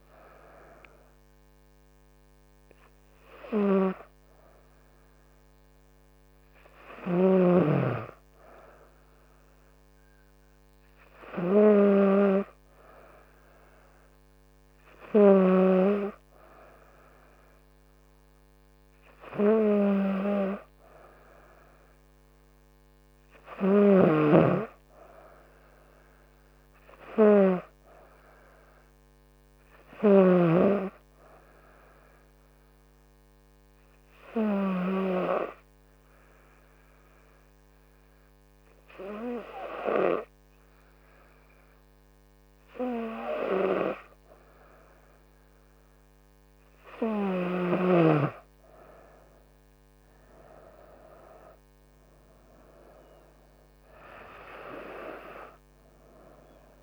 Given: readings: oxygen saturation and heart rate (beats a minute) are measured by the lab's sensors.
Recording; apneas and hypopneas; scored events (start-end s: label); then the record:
breathing in sleep by a microphone on the trachea; 1
24.50-27.50 s: arousal
31.50-46.00 s: hypopnea (oxygen 97% before, 94% lowest, heart rate 69 before, 67 extreme, up 4 after)
47.50-49.50 s: arousal
From the record:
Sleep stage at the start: N2 (light sleep); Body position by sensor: on the front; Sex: female